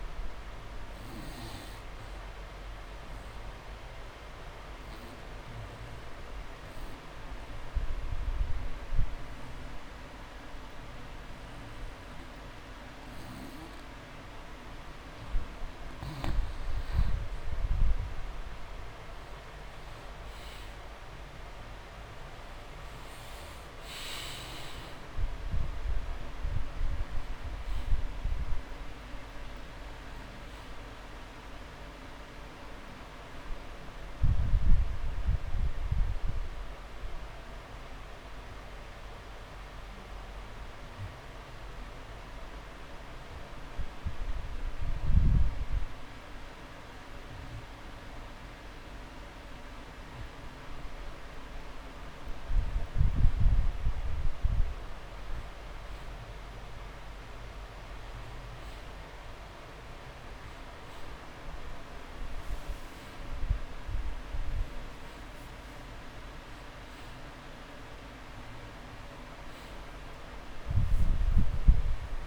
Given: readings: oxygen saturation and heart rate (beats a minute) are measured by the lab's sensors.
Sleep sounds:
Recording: breathing in sleep, hard to hear, by a room microphone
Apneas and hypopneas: 2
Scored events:
0.00-19.50 s: oxygen desaturation (device-marked, oxygen 90% lowest)
3.00-15.50 s: obstructive apnea (oxygen 98% before, 90% lowest)
21.50-24.50 s: arousal
39.50-51.00 s: hypopnea (oxygen 97% before, 90% lowest)
44.50-57.50 s: oxygen desaturation (device-marked, oxygen 95% before, 92% lowest)
54.00-57.50 s: arousal
65.00-67.00 s: long interval between heartbeats (device-marked)
From the record:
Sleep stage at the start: N2 (light sleep)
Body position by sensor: on the back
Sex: male

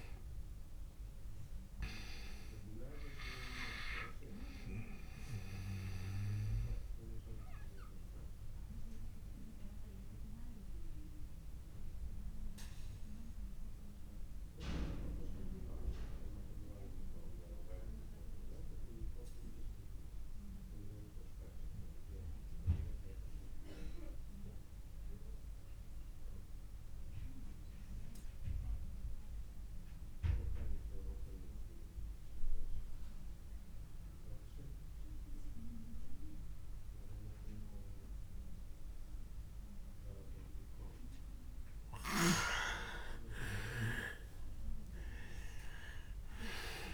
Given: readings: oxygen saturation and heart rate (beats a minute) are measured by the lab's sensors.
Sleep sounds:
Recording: breathing in sleep by a room microphone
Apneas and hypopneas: 1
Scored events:
0.00-27.00 s: oxygen desaturation (device-marked, oxygen 86% lowest)
4.50-40.50 s: obstructive apnea (oxygen 99% before, 86% lowest)
43.00-46.94 s: arousal
From the record:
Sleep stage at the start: REM sleep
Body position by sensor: on the back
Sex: male

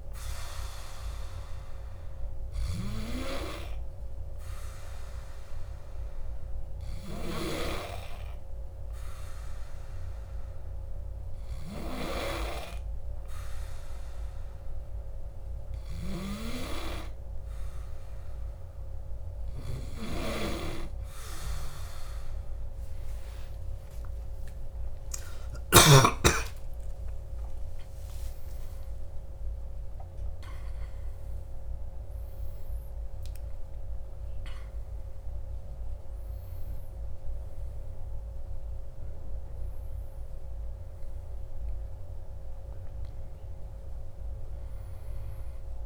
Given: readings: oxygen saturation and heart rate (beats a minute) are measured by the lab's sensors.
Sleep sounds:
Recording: a person awake in a sleep study, by a room microphone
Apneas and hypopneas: none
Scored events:
14.50-45.86 s: new sleep stage, awake
From the record:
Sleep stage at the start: N2 (light sleep)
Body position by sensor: on the back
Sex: male

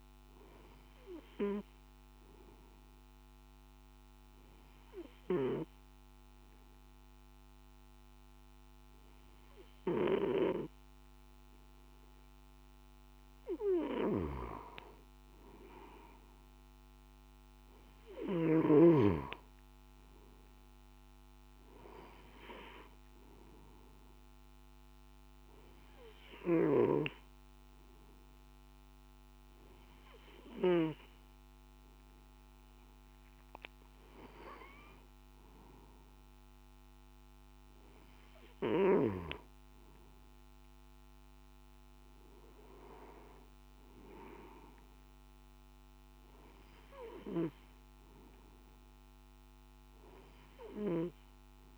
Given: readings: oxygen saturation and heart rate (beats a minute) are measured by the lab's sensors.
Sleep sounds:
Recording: breathing in sleep by a microphone on the trachea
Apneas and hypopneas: 1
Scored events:
1.00-13.50 s: obstructive apnea (oxygen 97% before, 94% lowest, heart rate 54 before, 51 extreme, up 6 after)
From the record:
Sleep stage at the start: N1 (lightest sleep)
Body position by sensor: on the back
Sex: male

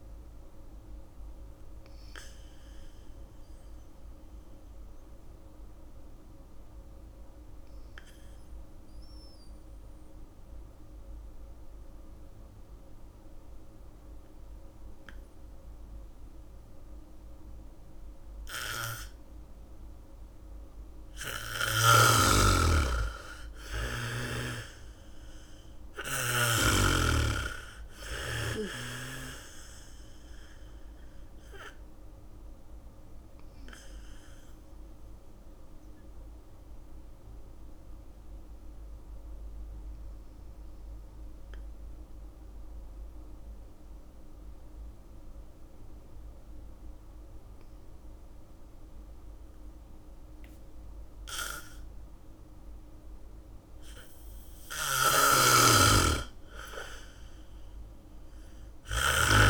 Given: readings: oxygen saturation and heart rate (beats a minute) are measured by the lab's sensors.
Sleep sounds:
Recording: breathing in sleep by a room microphone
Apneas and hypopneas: 2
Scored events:
0.00-2.00 s: bradycardia (device-marked, heart rate 27 extreme)
0.00-19.00 s: oxygen desaturation (device-marked, oxygen 88% lowest, heart rate 25 extreme)
4.00-22.00 s: obstructive apnea (oxygen 97% before, 85% lowest, heart rate 57 before, 25 extreme)
17.00-32.00 s: bradycardia (device-marked, heart rate 65 before, 25 extreme)
24.00-27.50 s: arousal
32.00-46.00 s: oxygen desaturation (device-marked, oxygen 97% before, 85% lowest, heart rate 54 before, 37 extreme)
33.50-54.00 s: mixed apnea (oxygen 97% before, 85% lowest, heart rate 52 before, 37 extreme)
53.00-59.50 s: bradycardia (device-marked, heart rate 64 before, 44 extreme)
55.00-59.50 s: snoring (device-marked)
56.50-59.50 s: arousal
From the record:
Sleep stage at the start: N2 (light sleep)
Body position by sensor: on the back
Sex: female

